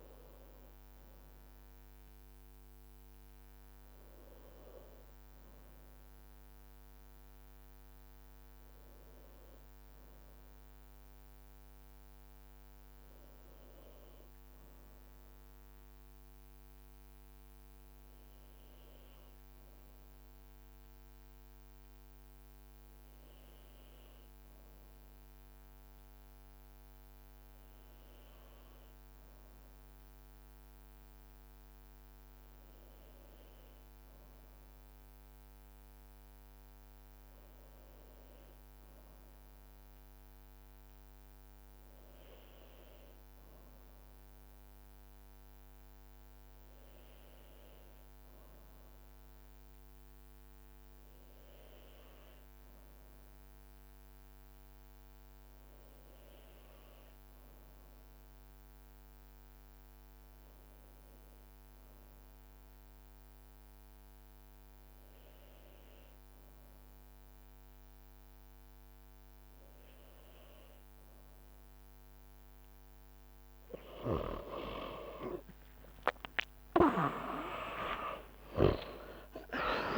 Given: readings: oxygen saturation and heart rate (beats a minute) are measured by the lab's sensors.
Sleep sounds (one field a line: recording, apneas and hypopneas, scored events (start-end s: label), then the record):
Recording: breathing in sleep by a microphone on the trachea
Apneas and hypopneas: 2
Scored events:
13.50-73.50 s: new sleep stage, REM sleep
17.00-33.50 s: hypopnea (oxygen 92% before, 91% lowest, heart rate 60 before, 58 extreme, up 2 after)
37.50-41.50 s: arousal
58.00-70.50 s: hypopnea (oxygen 94% before, 91% lowest, heart rate 61 before, 63 extreme, up 16 after)
73.50-78.50 s: snoring (device-marked)
73.50-79.98 s: new sleep stage, awake
77.00-79.00 s: long interval between heartbeats (device-marked, heart rate 64 before, 75 extreme)
From the record:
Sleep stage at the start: N2 (light sleep)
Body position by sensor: on the back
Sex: male